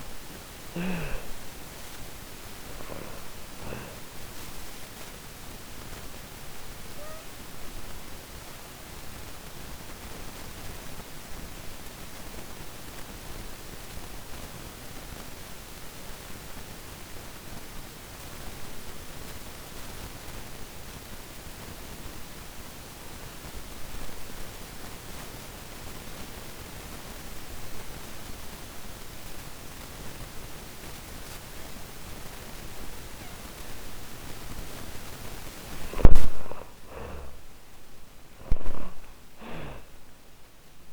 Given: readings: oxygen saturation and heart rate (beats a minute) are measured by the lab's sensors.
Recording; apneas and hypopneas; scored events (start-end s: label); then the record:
breathing in sleep by a microphone on the trachea; 1
0.00-2.00 s: snoring (device-marked)
0.00-27.00 s: oxygen desaturation (device-marked, oxygen 59% lowest, heart rate 44 extreme)
5.00-32.50 s: obstructive apnea (oxygen 93% before, 59% lowest, heart rate 65 before, 44 extreme, up 30 after)
34.00-39.50 s: arousal
35.00-40.93 s: oxygen desaturation (device-marked, oxygen 95% before, 74% lowest, heart rate 57 before, 39 extreme)
From the record:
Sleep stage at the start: REM sleep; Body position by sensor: on the back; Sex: female